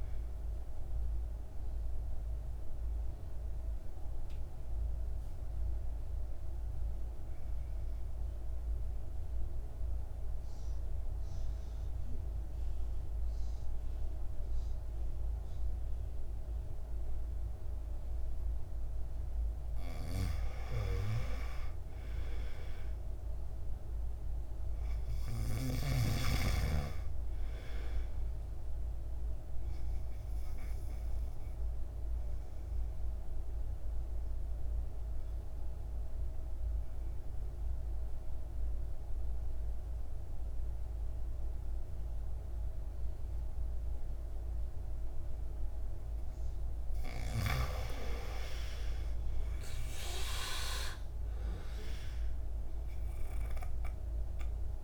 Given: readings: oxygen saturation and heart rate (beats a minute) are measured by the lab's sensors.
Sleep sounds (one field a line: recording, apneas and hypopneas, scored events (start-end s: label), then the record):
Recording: breathing in sleep by a room microphone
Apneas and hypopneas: 2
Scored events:
0.00-15.00 s: oxygen desaturation (device-marked, oxygen 80% lowest, heart rate 53 extreme)
1.00-19.50 s: mixed apnea (oxygen 99% before, 80% lowest, heart rate 65 before, 53 extreme, up 7 after)
21.50-25.00 s: arousal
28.00-47.00 s: oxygen desaturation (device-marked, oxygen 99% before, 89% lowest, heart rate 58 before, 53 extreme)
30.00-46.50 s: obstructive apnea (oxygen 99% before, 86% lowest, heart rate 58 before, 53 extreme, up 15 after)
48.50-52.00 s: arousal
53.00-54.84 s: oxygen desaturation (device-marked, oxygen 97% before, 86% lowest, heart rate 56 before, 53 extreme)
From the record:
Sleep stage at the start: N2 (light sleep)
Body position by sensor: on the back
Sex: male